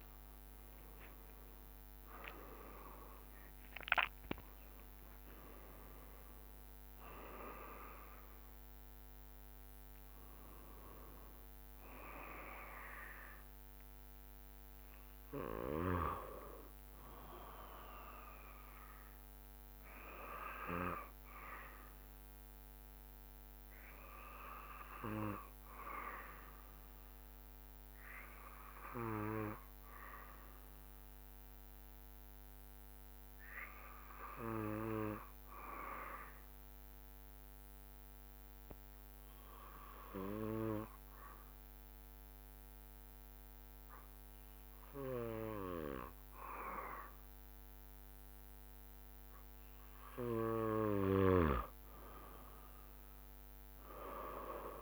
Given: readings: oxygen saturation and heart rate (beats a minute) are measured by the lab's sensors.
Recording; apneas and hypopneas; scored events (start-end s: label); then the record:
breathing in sleep by a microphone on the trachea; 1
0.00-2.50 s: arousal
0.00-11.50 s: drop in pulse transit time (device-marked, heart rate 86 extreme)
2.50-8.50 s: tachycardia (device-marked, heart rate 70 before, 109 extreme)
5.00-7.00 s: long interval between heartbeats (device-marked, heart rate 78 before, 99 extreme)
23.00-50.00 s: hypopnea (oxygen 97% before, 94% lowest, heart rate 87 before, 65 extreme, up 5 after)
From the record:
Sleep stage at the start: N2 (light sleep); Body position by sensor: on the back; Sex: male